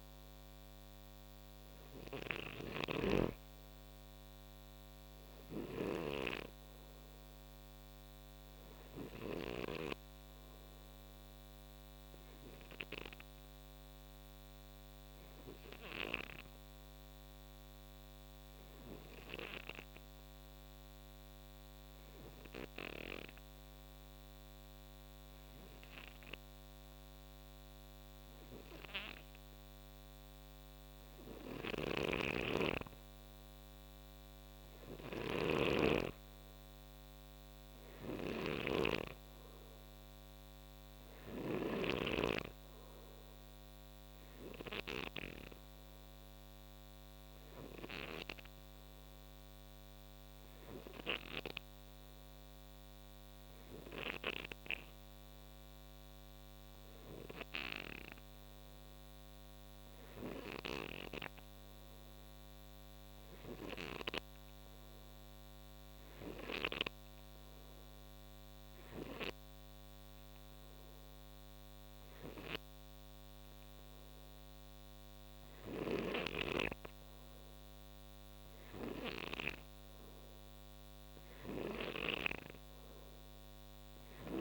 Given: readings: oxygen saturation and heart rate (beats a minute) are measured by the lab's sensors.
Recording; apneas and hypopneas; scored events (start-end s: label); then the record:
breathing in sleep by a microphone on the trachea; none
0.00-25.50 s: oxygen desaturation (device-marked, oxygen 89% lowest, heart rate 55 extreme)
2.00-9.50 s: snoring (device-marked)
31.00-41.50 s: snoring (device-marked)
31.50-51.50 s: oxygen desaturation (device-marked, oxygen 92% before, 88% lowest, heart rate 60 before, 58 extreme)
75.50-82.00 s: snoring (device-marked)
78.50-84.41 s: new sleep stage, N3 (deep sleep)
From the record:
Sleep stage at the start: N2 (light sleep); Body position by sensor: on the right side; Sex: male